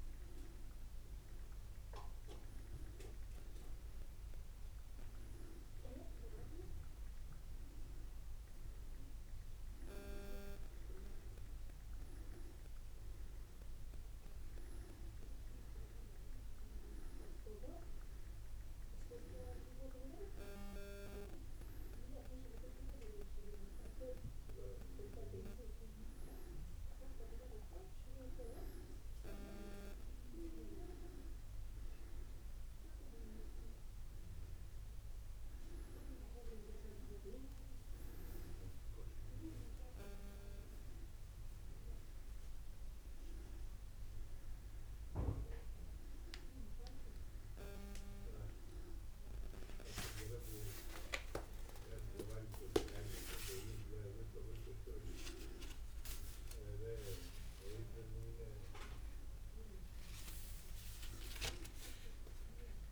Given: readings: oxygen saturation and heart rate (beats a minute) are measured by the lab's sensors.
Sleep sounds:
a person awake in a sleep study, by a room microphone; none
none scored
From the record:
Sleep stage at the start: awake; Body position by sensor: on the back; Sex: male

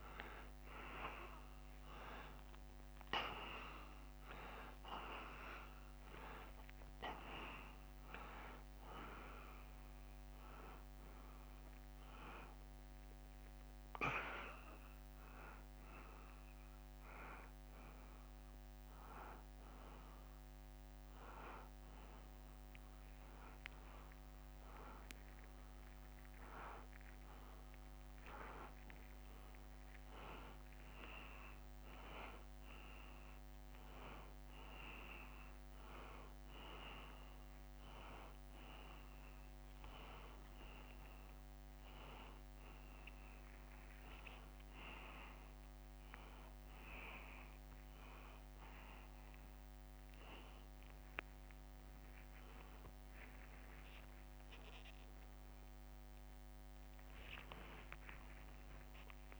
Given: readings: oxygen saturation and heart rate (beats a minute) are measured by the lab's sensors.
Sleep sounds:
a person awake in a sleep study, by a microphone on the trachea; none
0.00-32.00 s: tachycardia (device-marked, heart rate 83 before, 195 extreme)
0.50-2.50 s: long interval between heartbeats (device-marked, heart rate 116 before, 137 extreme)
2.00-3.00 s: drop in pulse transit time (device-marked, heart rate 119 before, 129 extreme)
4.50-6.50 s: long interval between heartbeats (device-marked, heart rate 120 before, 116 extreme)
6.50-8.50 s: long interval between heartbeats (device-marked, heart rate 122 before, 126 extreme)
10.50-12.50 s: long interval between heartbeats (device-marked, heart rate 127 before, 136 extreme)
14.00-16.00 s: long interval between heartbeats (device-marked, heart rate 132 before, 133 extreme)
15.00-27.00 s: drop in pulse transit time (device-marked, heart rate 133 before, 146 extreme)
17.50-19.50 s: long interval between heartbeats (device-marked, heart rate 134 before, 155 extreme)
19.50-21.50 s: long interval between heartbeats (device-marked, heart rate 136 before, 192 extreme)
25.50-27.50 s: long interval between heartbeats (device-marked, heart rate 153 before, 179 extreme)
29.50-31.50 s: long interval between heartbeats (device-marked, heart rate 164 before, 155 extreme)
35.00-41.00 s: tachycardia (device-marked, heart rate 89 before, 106 extreme)
38.00-40.00 s: long interval between heartbeats (device-marked, heart rate 158 before, 105 extreme)
From the record:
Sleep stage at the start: awake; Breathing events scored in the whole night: 252 in 4.2 hours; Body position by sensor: upright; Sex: male

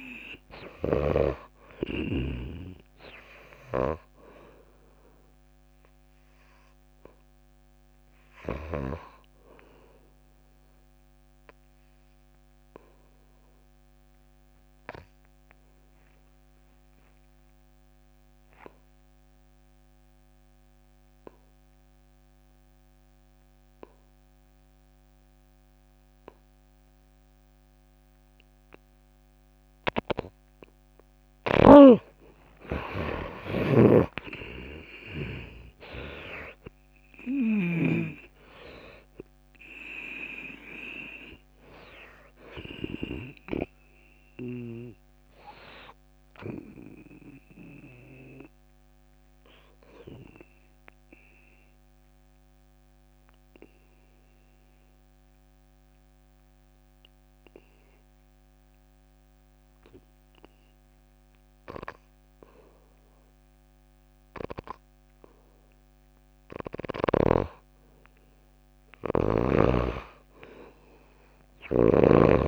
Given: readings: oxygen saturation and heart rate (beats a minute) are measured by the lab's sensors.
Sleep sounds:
breathing in sleep by a microphone on the trachea; 2
2.50-13.50 s: oxygen desaturation (device-marked, oxygen 96% before, 88% lowest)
11.50-31.00 s: obstructive apnea (oxygen 96% before, 68% lowest)
22.50-59.50 s: oxygen desaturation (device-marked, oxygen 96% before, 68% lowest)
29.00-31.00 s: long interval between heartbeats (device-marked)
32.50-36.50 s: arousal
34.00-38.00 s: snoring (device-marked)
48.00-66.50 s: obstructive apnea (oxygen 96% before, 68% lowest)
69.50-72.48 s: arousal
From the record:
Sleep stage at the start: N2 (light sleep); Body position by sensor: on the back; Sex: female

